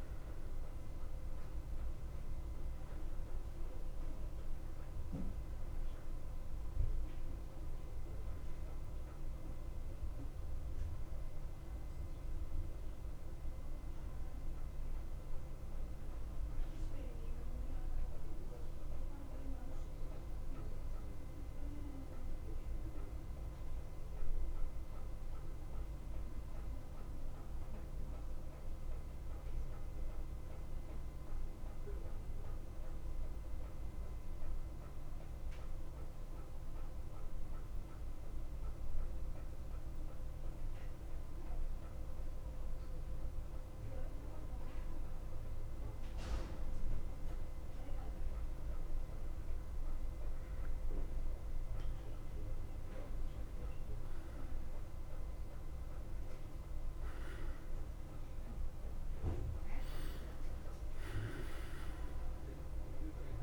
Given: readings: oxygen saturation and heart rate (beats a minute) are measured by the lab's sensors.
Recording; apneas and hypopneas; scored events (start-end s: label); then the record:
breathing in sleep, hard to hear, by a room microphone; 1
0.00-27.50 s: oxygen desaturation (device-marked, oxygen 91% lowest, heart rate 55 extreme)
15.50-19.00 s: arousal
20.00-44.00 s: obstructive apnea (oxygen 95% before, 90% lowest, heart rate 58 before, 55 extreme, up 0 after)
45.00-49.50 s: arousal
From the record:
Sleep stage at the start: N1 (lightest sleep); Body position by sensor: on the back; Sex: male